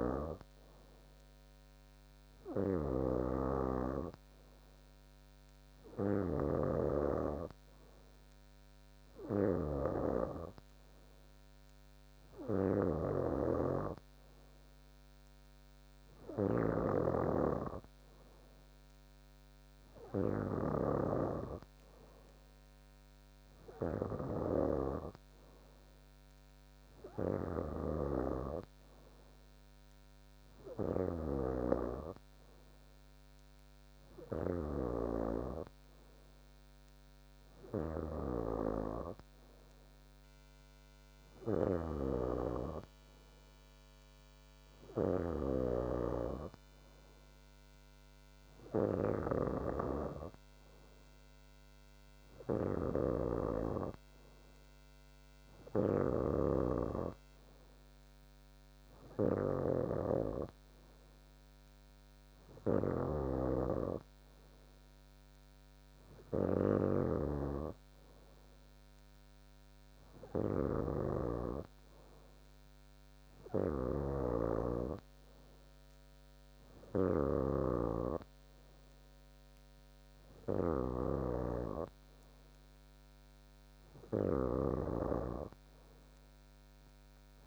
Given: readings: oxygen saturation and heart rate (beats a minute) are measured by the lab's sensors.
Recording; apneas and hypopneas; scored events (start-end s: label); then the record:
breathing in sleep by a microphone on the trachea; none
0.00-21.00 s: snoring (device-marked)
27.50-35.00 s: snoring (device-marked)
41.50-87.47 s: snoring (device-marked)
From the record:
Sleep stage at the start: N2 (light sleep); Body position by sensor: on the back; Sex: female